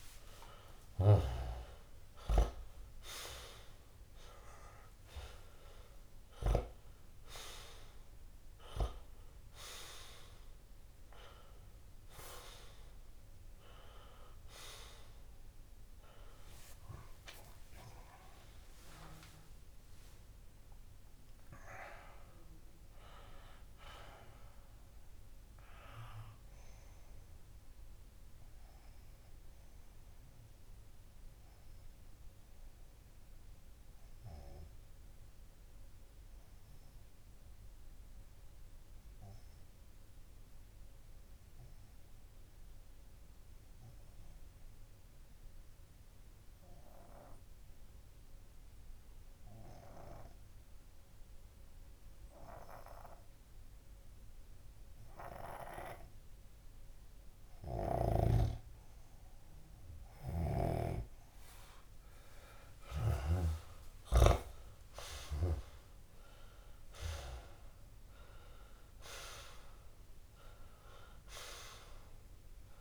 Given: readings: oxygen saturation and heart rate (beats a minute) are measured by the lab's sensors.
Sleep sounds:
breathing in sleep by a room microphone; 1
0.00-2.00 s: arousal
1.00-3.00 s: long interval between heartbeats (device-marked)
27.50-58.50 s: obstructive apnea (oxygen 95% before, 94% lowest)
62.50-66.00 s: arousal
From the record:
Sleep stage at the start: N2 (light sleep); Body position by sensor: on the left side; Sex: male

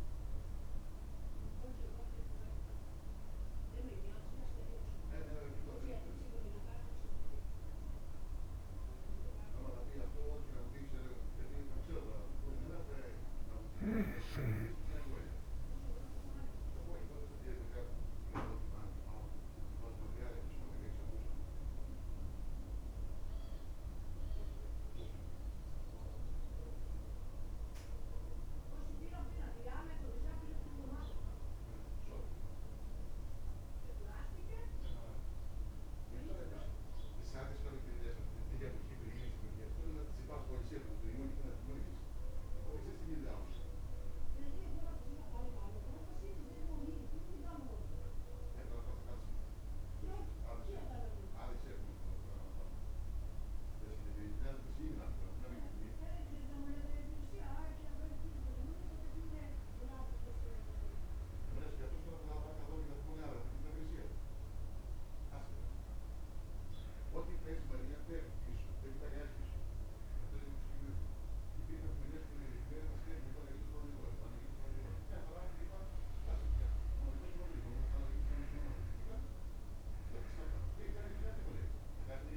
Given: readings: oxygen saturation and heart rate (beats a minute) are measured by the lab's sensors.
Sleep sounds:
breathing in sleep by a room microphone; none
12.00-82.36 s: new sleep stage, N1 (lightest sleep)
From the record:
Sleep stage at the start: N2 (light sleep); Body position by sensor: on the back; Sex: male

